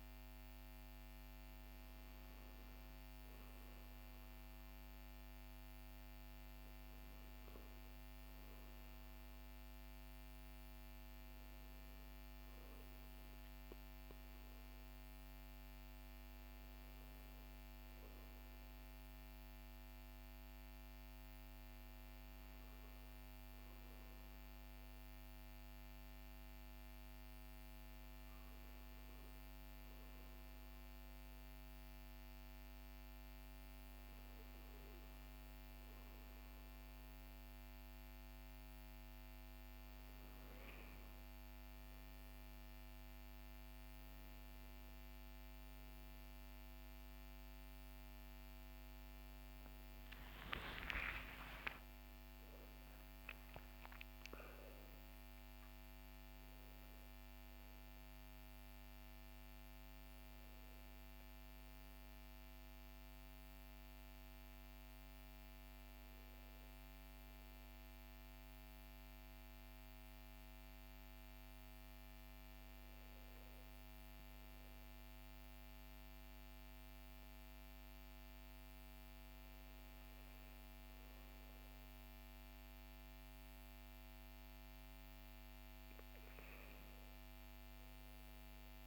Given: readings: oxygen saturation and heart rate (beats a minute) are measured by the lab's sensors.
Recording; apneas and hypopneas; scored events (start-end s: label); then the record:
breathing in sleep, hard to hear, by a microphone on the trachea; 1
0.00-1.00 s: arousal
19.50-38.50 s: obstructive apnea (oxygen 97% before, 94% lowest, heart rate 54 before, 48 extreme, up 16 after)
49.00-54.00 s: arousal
From the record:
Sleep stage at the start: N2 (light sleep); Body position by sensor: on the back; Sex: male